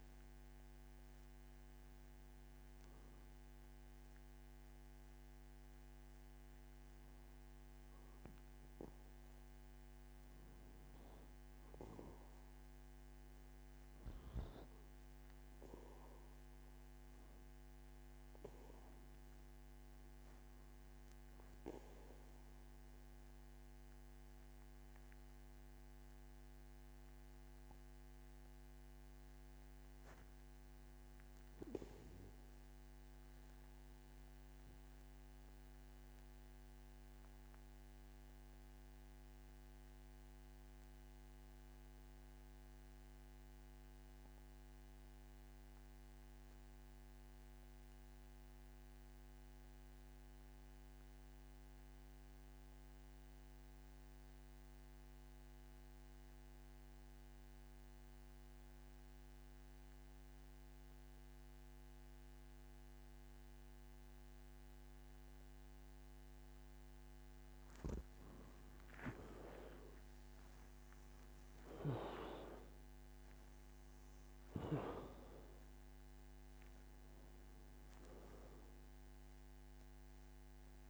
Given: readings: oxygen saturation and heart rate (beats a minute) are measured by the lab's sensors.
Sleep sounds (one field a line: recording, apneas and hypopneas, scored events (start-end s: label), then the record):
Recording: breathing in sleep by a microphone on the trachea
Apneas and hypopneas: 1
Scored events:
18.50-80.89 s: new sleep stage, N2 (light sleep)
34.00-67.00 s: obstructive apnea (oxygen 98% before, 84% lowest, heart rate 59 before, 52 extreme, up 16 after)
55.50-80.89 s: oxygen desaturation (device-marked, oxygen 96% before, 84% lowest, heart rate 55 before, 52 extreme)
69.50-73.50 s: arousal
From the record:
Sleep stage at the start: N1 (lightest sleep)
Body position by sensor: on the back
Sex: male